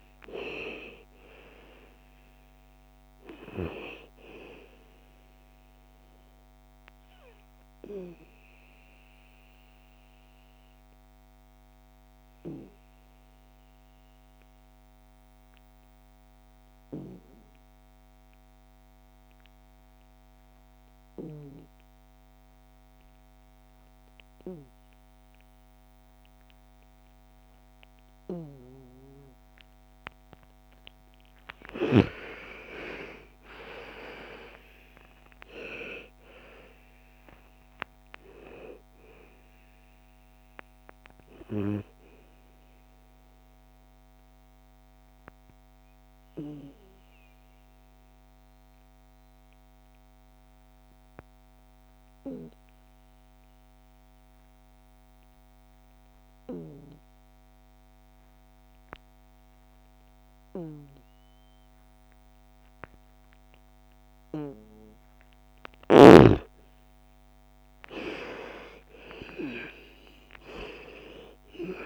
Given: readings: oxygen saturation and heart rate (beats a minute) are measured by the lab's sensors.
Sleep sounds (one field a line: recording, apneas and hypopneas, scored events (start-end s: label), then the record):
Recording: breathing in sleep by a microphone on the trachea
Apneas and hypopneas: 2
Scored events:
0.00-18.00 s: oxygen desaturation (device-marked, oxygen 83% lowest, heart rate 55 extreme)
5.00-29.50 s: obstructive apnea (oxygen 98% before, 83% lowest, heart rate 62 before, 54 extreme, up 12 after)
29.00-59.00 s: oxygen desaturation (device-marked, oxygen 99% before, 84% lowest, heart rate 57 before, 54 extreme)
30.50-35.00 s: arousal
43.00-64.50 s: obstructive apnea (oxygen 99% before, 84% lowest, heart rate 64 before, 54 extreme, up 14 after)
65.50-70.00 s: arousal
68.00-71.86 s: oxygen desaturation (device-marked, oxygen 99% before, 85% lowest, heart rate 57 before, 55 extreme)
From the record:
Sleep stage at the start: N2 (light sleep)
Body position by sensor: on the back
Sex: female